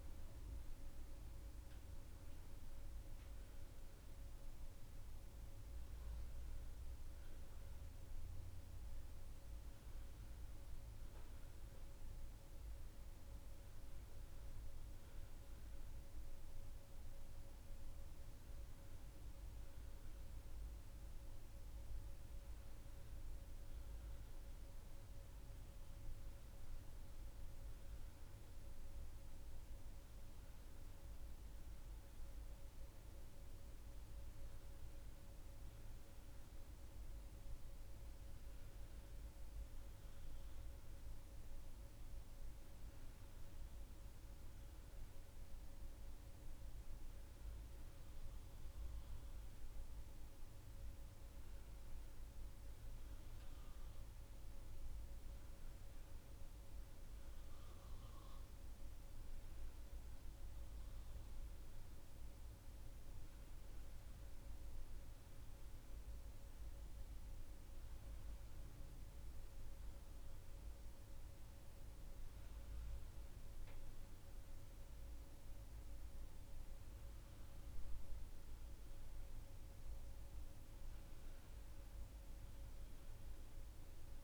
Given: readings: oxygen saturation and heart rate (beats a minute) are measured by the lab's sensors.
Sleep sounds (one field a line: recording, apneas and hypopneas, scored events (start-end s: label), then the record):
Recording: breathing in sleep, hard to hear, by a room microphone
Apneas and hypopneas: none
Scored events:
none scored
From the record:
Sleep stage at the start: N1 (lightest sleep)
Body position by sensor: on the back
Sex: female